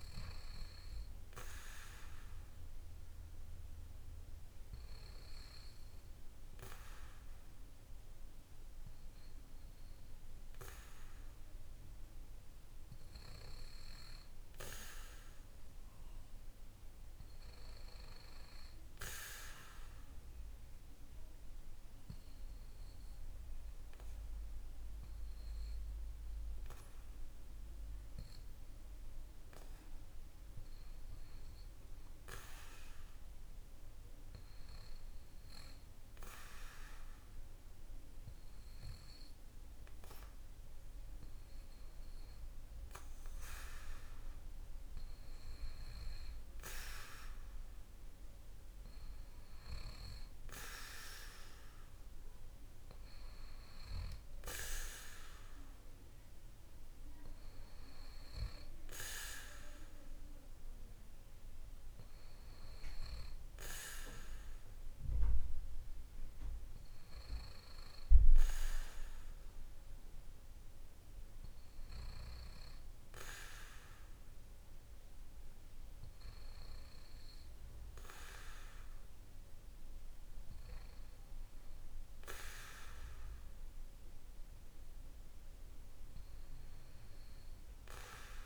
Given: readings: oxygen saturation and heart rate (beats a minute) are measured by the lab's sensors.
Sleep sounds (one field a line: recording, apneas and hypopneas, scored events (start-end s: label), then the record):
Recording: breathing in sleep by a room microphone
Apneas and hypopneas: 1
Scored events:
12.00-15.00 s: arousal
22.00-40.00 s: hypopnea (oxygen 95% before, 93% lowest, heart rate 58 before, 53 extreme, up 4 after)
42.50-45.00 s: arousal
From the record:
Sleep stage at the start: N2 (light sleep)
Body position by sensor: on the back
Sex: male